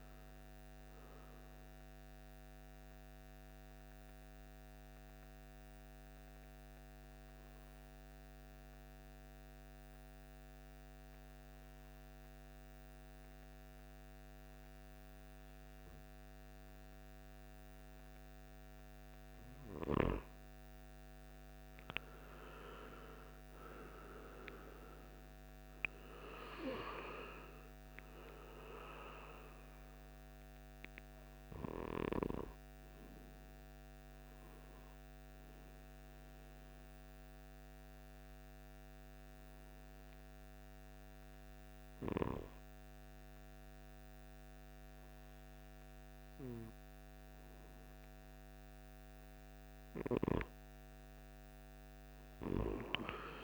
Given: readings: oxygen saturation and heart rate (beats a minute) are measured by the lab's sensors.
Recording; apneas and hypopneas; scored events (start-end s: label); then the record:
breathing in sleep by a microphone on the trachea; 2
0.00-7.00 s: oxygen desaturation (device-marked, oxygen 87% lowest, heart rate 51 extreme)
1.00-18.00 s: mixed apnea (oxygen 97% before, 87% lowest, heart rate 72 before, 51 extreme, up 8 after)
22.00-26.00 s: arousal
28.00-45.00 s: oxygen desaturation (device-marked, oxygen 98% before, 92% lowest, heart rate 53 before, 51 extreme)
35.00-49.00 s: hypopnea (oxygen 99% before, 92% lowest, heart rate 56 before, 50 extreme, up 11 after)
From the record:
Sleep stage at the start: N2 (light sleep); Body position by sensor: on the right side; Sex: male